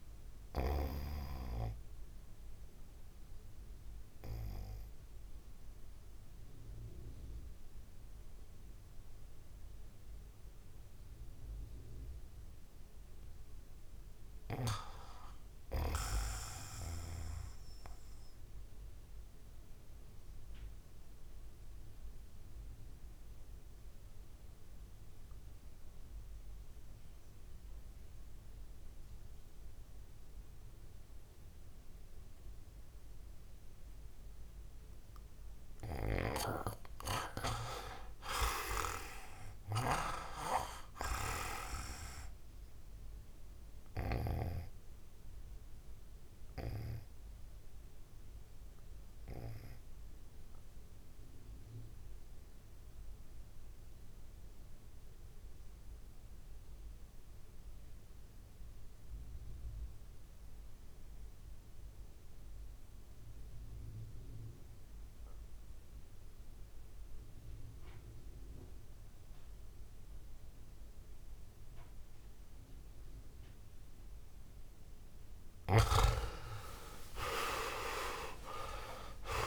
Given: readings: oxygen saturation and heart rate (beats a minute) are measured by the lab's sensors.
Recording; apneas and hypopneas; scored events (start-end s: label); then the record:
breathing in sleep by a room microphone; 3
0.00-17.50 s: oxygen desaturation (device-marked, oxygen 90% lowest, heart rate 55 extreme)
2.00-12.00 s: obstructive apnea (oxygen 99% before, 90% lowest, heart rate 60 before, 57 extreme, up 7 after)
13.50-16.50 s: arousal
19.00-35.50 s: obstructive apnea (oxygen 99% before, 88% lowest, heart rate 63 before, 55 extreme, up 1 after)
37.00-40.50 s: arousal
46.00-73.00 s: obstructive apnea (oxygen 99% before, 87% lowest, heart rate 58 before, 53 extreme, up 15 after)
47.50-62.50 s: oxygen desaturation (device-marked, oxygen 96% before, 91% lowest, heart rate 57 before, 55 extreme)
74.50-79.47 s: oxygen desaturation (device-marked, oxygen 98% before, 87% lowest, heart rate 57 before, 53 extreme)
75.00-79.47 s: arousal
From the record:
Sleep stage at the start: REM sleep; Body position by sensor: on the right side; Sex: male